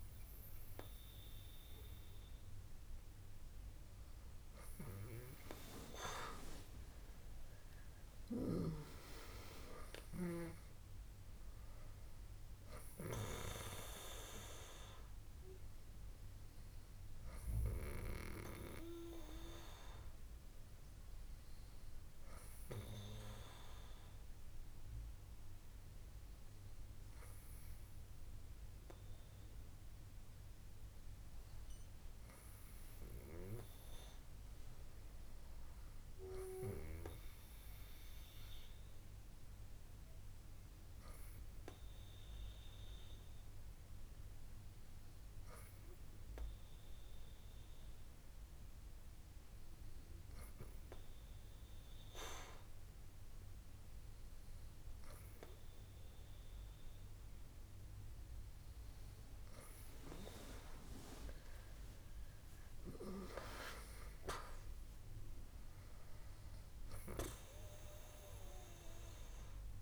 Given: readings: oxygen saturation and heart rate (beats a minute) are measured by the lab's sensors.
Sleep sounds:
breathing in sleep by a room microphone; 2
15.50-31.00 s: hypopnea (oxygen 98% before, 95% lowest, heart rate 68 before, 65 extreme, up 5 after)
33.00-37.50 s: arousal
42.00-58.50 s: hypopnea (oxygen 98% before, 95% lowest, heart rate 68 before, 66 extreme, up 7 after)
61.50-65.50 s: arousal
From the record:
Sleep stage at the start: N2 (light sleep); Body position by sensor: on the back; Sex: female

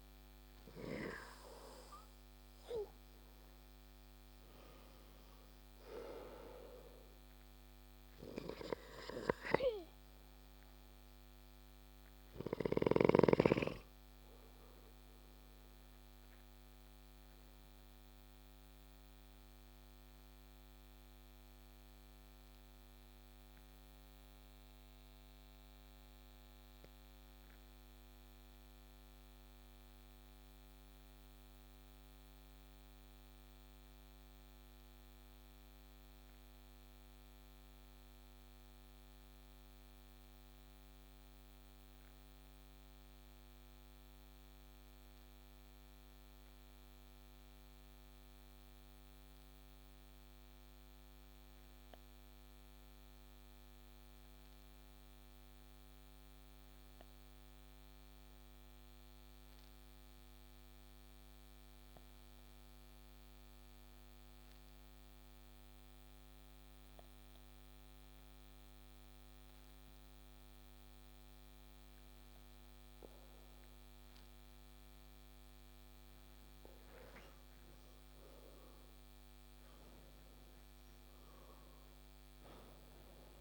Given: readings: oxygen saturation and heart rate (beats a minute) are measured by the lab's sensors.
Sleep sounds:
breathing in sleep by a microphone on the trachea; 1
0.00-15.00 s: oxygen desaturation (device-marked, oxygen 91% lowest)
16.50-75.50 s: obstructive apnea (oxygen 94% before, 87% lowest)
21.00-34.00 s: oxygen desaturation (device-marked, oxygen 92% before, 87% lowest)
63.00-83.41 s: oxygen desaturation (device-marked, oxygen 97% before, 90% lowest)
78.00-82.50 s: arousal
From the record:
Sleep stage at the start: N2 (light sleep); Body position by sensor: on the back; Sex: male

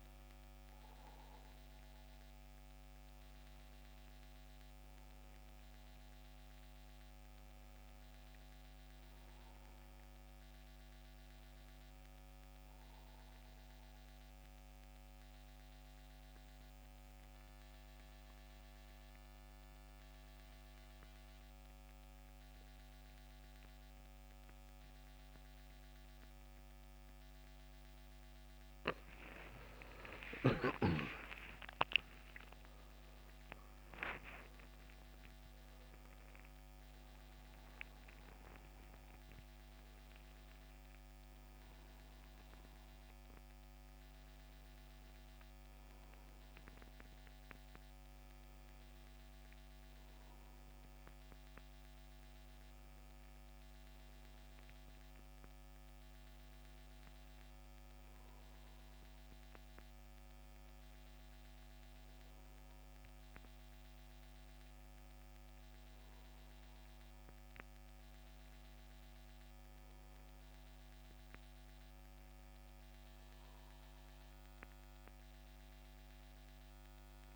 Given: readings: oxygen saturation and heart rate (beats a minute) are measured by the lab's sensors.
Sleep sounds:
breathing in sleep by a microphone on the trachea; 1
0.00-12.00 s: oxygen desaturation (device-marked, oxygen 89% lowest, heart rate 69 extreme)
13.00-28.50 s: central apnea (oxygen 93% before, 86% lowest, heart rate 81 before, 69 extreme, up 22 after)
30.50-34.50 s: arousal
35.00-60.00 s: oxygen desaturation (device-marked, oxygen 94% before, 86% lowest, heart rate 73 before, 77 extreme)
40.00-77.35 s: new sleep stage, N1 (lightest sleep)
From the record:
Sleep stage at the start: N2 (light sleep); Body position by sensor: on the back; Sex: male

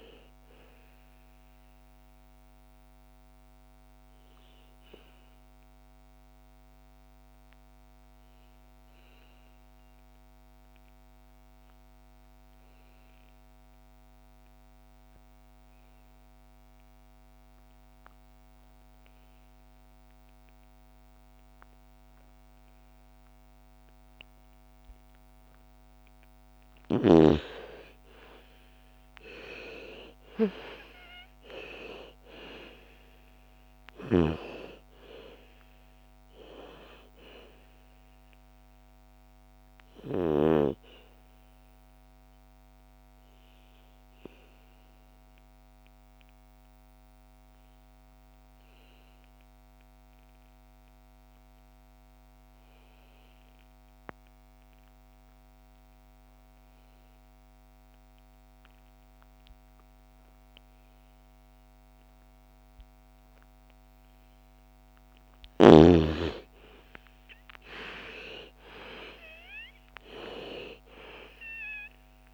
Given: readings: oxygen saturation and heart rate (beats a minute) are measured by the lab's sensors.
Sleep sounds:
breathing in sleep by a microphone on the trachea; 2
0.00-13.00 s: oxygen desaturation (device-marked, oxygen 78% lowest, heart rate 56 extreme)
1.00-25.00 s: obstructive apnea (oxygen 99% before, 78% lowest, heart rate 65 before, 56 extreme, up 9 after)
21.00-48.00 s: oxygen desaturation (device-marked, oxygen 100% before, 83% lowest, heart rate 60 before, 55 extreme)
28.00-32.00 s: arousal
39.50-64.50 s: obstructive apnea (oxygen 100% before, 82% lowest, heart rate 62 before, 55 extreme, up 14 after)
65.00-72.34 s: oxygen desaturation (device-marked, oxygen 98% before, 82% lowest, heart rate 57 before, 56 extreme)
66.00-70.50 s: arousal
From the record:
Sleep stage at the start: N2 (light sleep); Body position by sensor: on the back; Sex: female

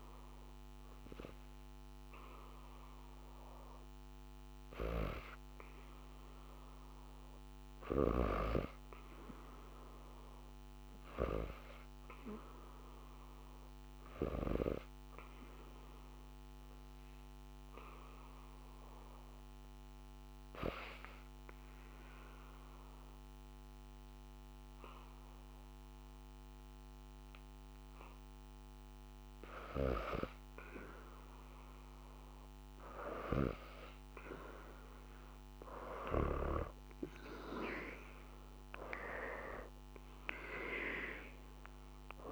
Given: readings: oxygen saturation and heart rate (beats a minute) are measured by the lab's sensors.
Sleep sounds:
breathing in sleep by a microphone on the trachea; 1
15.00-28.50 s: obstructive apnea (oxygen 100% before, 87% lowest, heart rate 79 before, 72 extreme, up 1 after)
15.50-42.32 s: oxygen desaturation (device-marked, oxygen 97% before, 87% lowest, heart rate 79 before, 72 extreme)
30.50-34.50 s: arousal
From the record:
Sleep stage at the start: N2 (light sleep); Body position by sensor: on the back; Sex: female

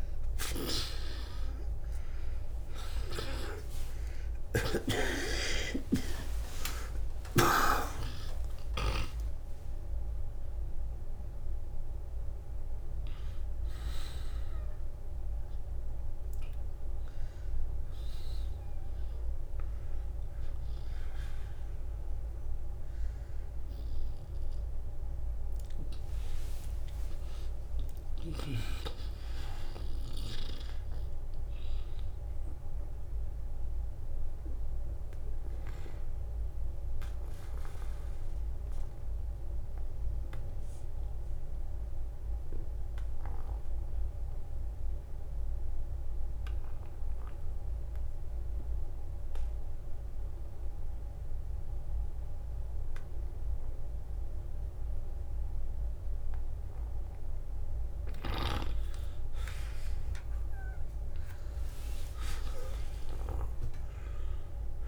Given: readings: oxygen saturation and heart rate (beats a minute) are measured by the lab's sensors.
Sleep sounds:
breathing in sleep by a room microphone; 1
0.00-48.00 s: oxygen desaturation (device-marked, oxygen 74% lowest, heart rate 48 extreme)
5.00-11.00 s: arousal
5.50-7.50 s: long interval between heartbeats (device-marked, heart rate 59 before, 85 extreme)
36.00-55.00 s: obstructive apnea (oxygen 87% before, 76% lowest, heart rate 70 before, 48 extreme, up 5 after)
52.00-64.88 s: new sleep stage, N1 (lightest sleep)
61.50-64.88 s: arousal
From the record:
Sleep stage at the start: N2 (light sleep); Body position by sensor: on the back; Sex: male

